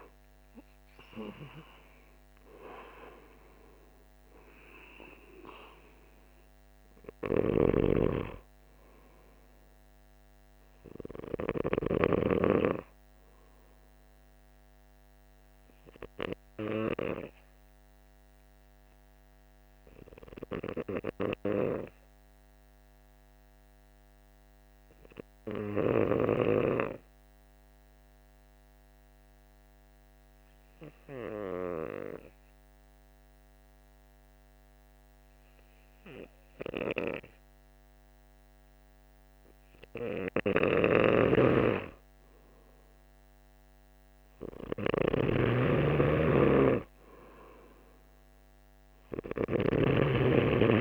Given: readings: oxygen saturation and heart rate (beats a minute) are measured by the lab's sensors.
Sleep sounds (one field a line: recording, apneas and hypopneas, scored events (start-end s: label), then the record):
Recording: breathing in sleep by a microphone on the trachea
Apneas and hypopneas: none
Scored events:
0.00-26.00 s: oxygen desaturation (device-marked, oxygen 89% lowest, heart rate 49 extreme)
7.00-12.00 s: snoring (device-marked)
40.50-50.81 s: snoring (device-marked)
41.00-50.81 s: oxygen desaturation (device-marked, oxygen 98% before, 89% lowest, heart rate 50 before, 49 extreme)
From the record:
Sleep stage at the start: N2 (light sleep)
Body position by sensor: on the back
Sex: male